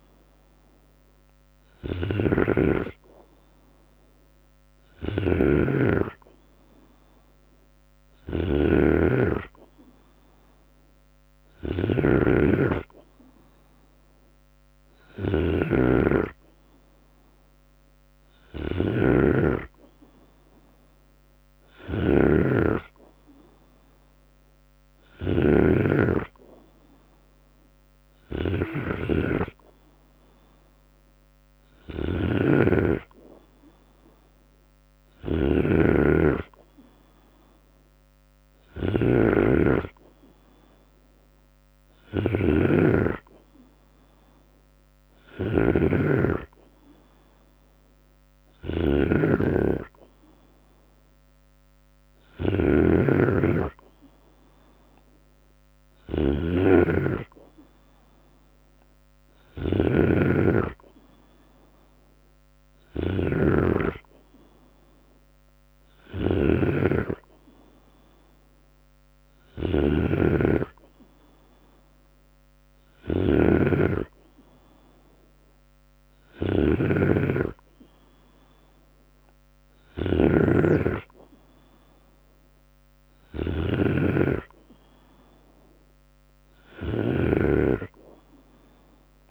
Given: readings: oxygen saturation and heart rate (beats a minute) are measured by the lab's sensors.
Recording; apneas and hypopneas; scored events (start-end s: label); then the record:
breathing in sleep by a microphone on the trachea; none
0.00-89.31 s: snoring (device-marked)
17.50-19.50 s: long interval between heartbeats (device-marked, heart rate 77 before, 79 extreme)
20.00-22.00 s: bradycardia (device-marked, heart rate 77 before, 60 extreme)
21.00-23.00 s: long interval between heartbeats (device-marked, heart rate 77 before, 63 extreme)
28.50-30.50 s: long interval between heartbeats (device-marked, heart rate 71 before, 75 extreme)
33.50-35.50 s: long interval between heartbeats (device-marked, heart rate 70 before, 73 extreme)
40.50-42.50 s: long interval between heartbeats (device-marked, heart rate 68 before, 68 extreme)
57.50-59.50 s: long interval between heartbeats (device-marked, heart rate 70 before, 75 extreme)
60.50-62.50 s: long interval between heartbeats (device-marked, heart rate 71 before, 79 extreme)
76.00-78.00 s: long interval between heartbeats (device-marked, heart rate 70 before, 66 extreme)
81.00-83.00 s: long interval between heartbeats (device-marked, heart rate 68 before, 80 extreme)
83.00-87.00 s: bradycardia (device-marked, heart rate 76 before, 48 extreme)
84.50-86.50 s: long interval between heartbeats (device-marked, heart rate 70 before, 66 extreme)
From the record:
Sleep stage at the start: N2 (light sleep); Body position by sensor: on the right side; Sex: male